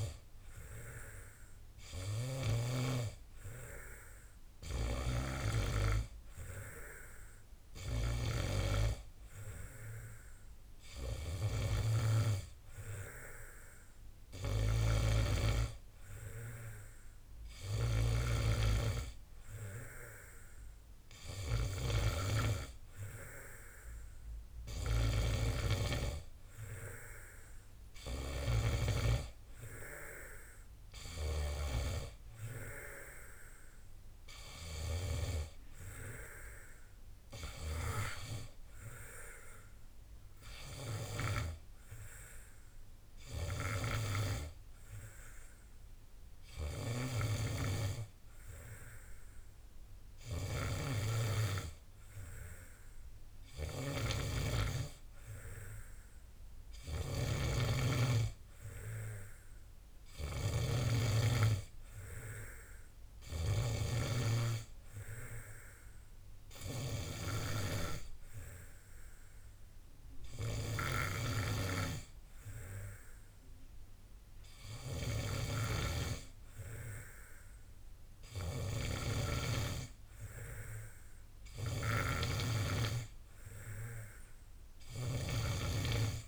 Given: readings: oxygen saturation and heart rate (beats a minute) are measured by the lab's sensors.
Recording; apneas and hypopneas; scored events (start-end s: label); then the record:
breathing in sleep by a room microphone; none
none scored
From the record:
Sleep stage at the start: N2 (light sleep); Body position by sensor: on the back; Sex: male